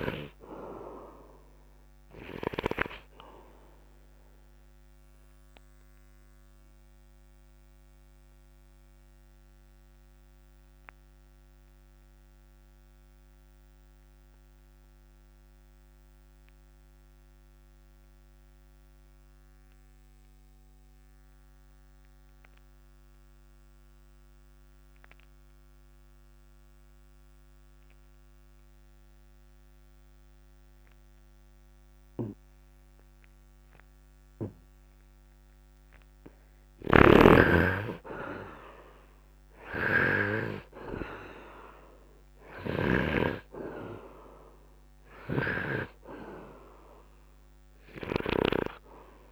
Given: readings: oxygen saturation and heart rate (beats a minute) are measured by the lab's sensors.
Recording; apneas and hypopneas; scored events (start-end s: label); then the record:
breathing in sleep by a microphone on the trachea; 1
0.00-27.50 s: oxygen desaturation (device-marked, oxygen 70% lowest, heart rate 54 extreme)
5.50-36.50 s: obstructive apnea (oxygen 97% before, 68% lowest, heart rate 63 before, 57 extreme, up 7 after)
11.00-13.00 s: long interval between heartbeats (device-marked, heart rate 67 before, 81 extreme)
33.50-49.32 s: oxygen desaturation (device-marked, oxygen 95% before, 68% lowest, heart rate 69 before, 59 extreme)
37.00-43.50 s: snoring (device-marked)
38.50-43.00 s: arousal
From the record:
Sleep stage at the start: N2 (light sleep); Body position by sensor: upright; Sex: male